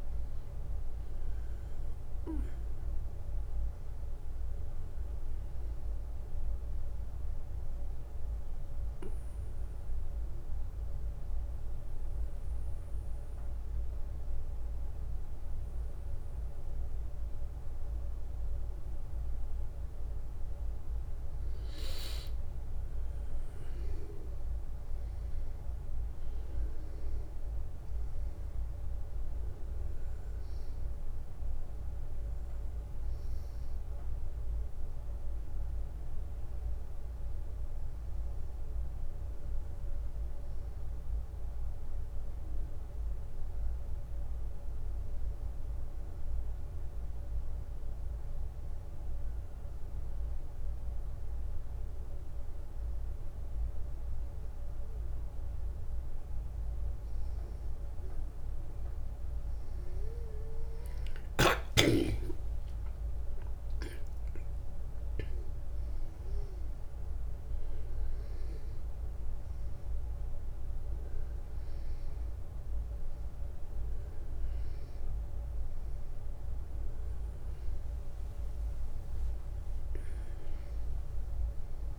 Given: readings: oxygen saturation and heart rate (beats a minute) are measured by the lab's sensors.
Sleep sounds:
breathing in sleep, hard to hear, by a room microphone; 2
6.50-19.50 s: obstructive apnea (oxygen 96% before, 92% lowest, heart rate 73 before, 64 extreme, up 6 after)
22.50-26.00 s: arousal
27.50-81.99 s: new sleep stage, N2 (light sleep)
45.00-56.50 s: obstructive apnea (oxygen 97% before, 92% lowest, heart rate 68 before, 65 extreme, up 5 after)
57.50-62.00 s: arousal
65.50-81.99 s: oxygen desaturation (device-marked, oxygen 96% before, 92% lowest, heart rate 66 before, 63 extreme)
From the record:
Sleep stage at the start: N1 (lightest sleep); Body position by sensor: on the back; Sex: male

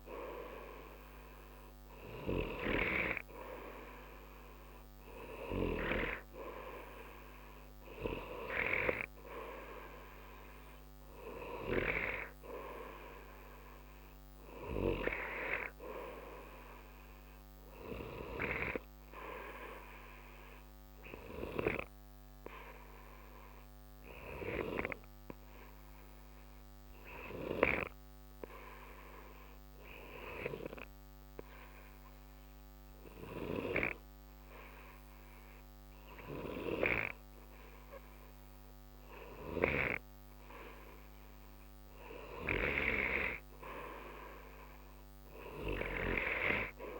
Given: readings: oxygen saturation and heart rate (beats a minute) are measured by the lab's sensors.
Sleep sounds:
breathing in sleep by a microphone on the trachea; 1
20.50-41.50 s: obstructive apnea (oxygen 93% before, 91% lowest, heart rate 60 before, 60 extreme, up 2 after)
43.50-47.00 s: arousal
From the record:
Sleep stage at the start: N2 (light sleep); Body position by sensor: on the right side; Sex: male

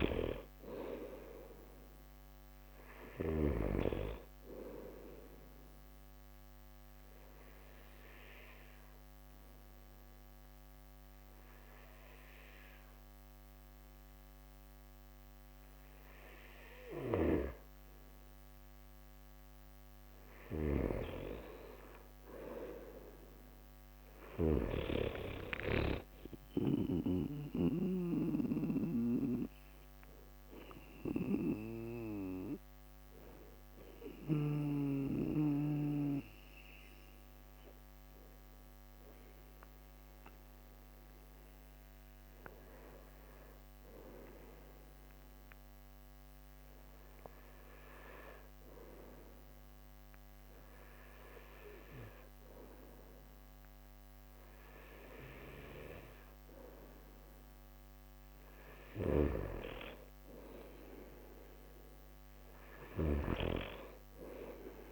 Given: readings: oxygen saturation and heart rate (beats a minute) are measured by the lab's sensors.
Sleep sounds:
breathing in sleep by a microphone on the trachea; 2
0.00-3.50 s: snoring (device-marked)
4.00-17.00 s: oxygen desaturation (device-marked, oxygen 95% before, 91% lowest)
6.50-18.50 s: obstructive apnea (oxygen 95% before, 91% lowest)
20.50-24.00 s: arousal
20.50-24.50 s: snoring (device-marked)
26.00-51.00 s: oxygen desaturation (device-marked, oxygen 95% before, 91% lowest)
29.00-56.00 s: hypopnea (oxygen 95% before, 91% lowest)
59.00-63.50 s: snoring (device-marked)
59.50-62.50 s: arousal
From the record:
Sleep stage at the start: N2 (light sleep); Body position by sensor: on the right side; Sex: male

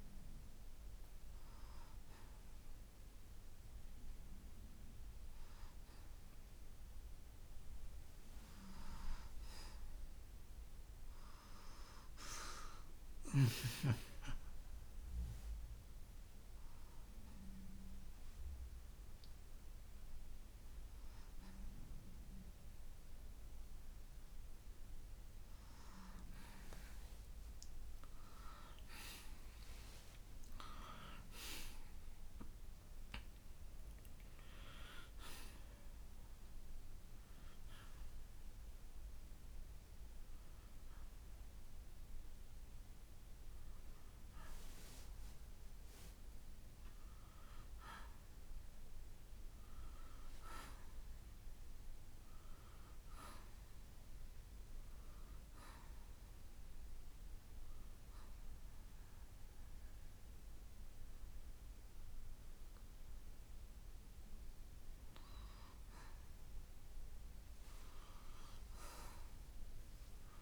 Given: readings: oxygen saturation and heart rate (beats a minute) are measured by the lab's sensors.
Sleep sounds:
breathing in sleep by a room microphone; none
2.50-13.50 s: oxygen desaturation (device-marked, oxygen 91% before, 88% lowest, heart rate 68 before, 64 extreme)
21.50-38.50 s: oxygen desaturation (device-marked, oxygen 91% before, 86% lowest, heart rate 70 before, 66 extreme)
30.00-34.00 s: arousal
40.50-54.50 s: oxygen desaturation (device-marked, oxygen 93% before, 89% lowest, heart rate 71 before, 63 extreme)
59.50-70.42 s: oxygen desaturation (device-marked, oxygen 93% before, 89% lowest, heart rate 70 before, 63 extreme)
68.50-70.42 s: arousal
From the record:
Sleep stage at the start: N1 (lightest sleep); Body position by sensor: on the right side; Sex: male

